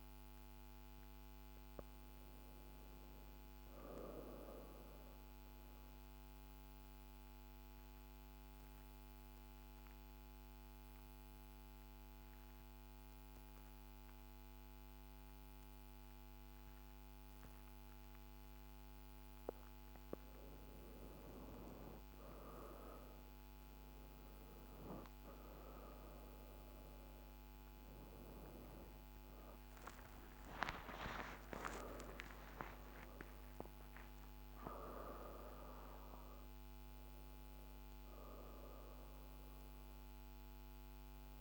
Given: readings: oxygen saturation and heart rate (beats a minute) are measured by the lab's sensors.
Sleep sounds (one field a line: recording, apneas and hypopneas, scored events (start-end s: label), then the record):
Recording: breathing in sleep by a microphone on the trachea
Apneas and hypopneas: 1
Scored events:
1.00-3.50 s: arousal
5.00-20.00 s: mixed apnea (oxygen 96% before, 81% lowest, heart rate 56 before, 53 extreme, up 6 after)
15.00-41.41 s: oxygen desaturation (device-marked, oxygen 97% before, 81% lowest, heart rate 52 before, 49 extreme)
23.00-29.00 s: arousal
From the record:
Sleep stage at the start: N2 (light sleep)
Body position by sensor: on the back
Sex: female